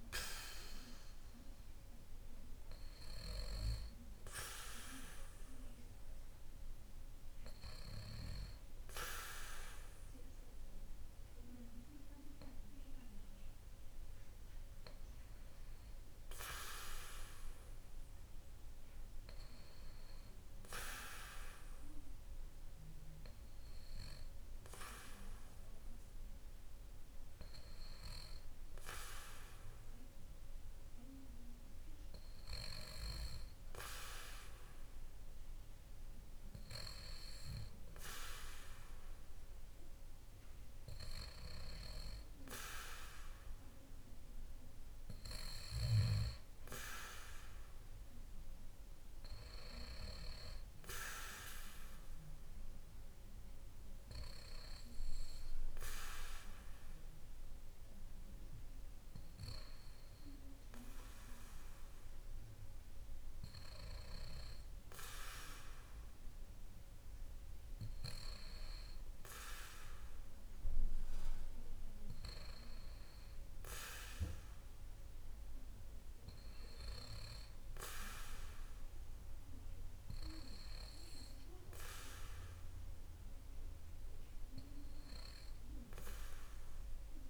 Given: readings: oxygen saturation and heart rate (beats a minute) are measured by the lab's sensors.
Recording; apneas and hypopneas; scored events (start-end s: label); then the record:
breathing in sleep by a room microphone; none
none scored
From the record:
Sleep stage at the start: N2 (light sleep); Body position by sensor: on the back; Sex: male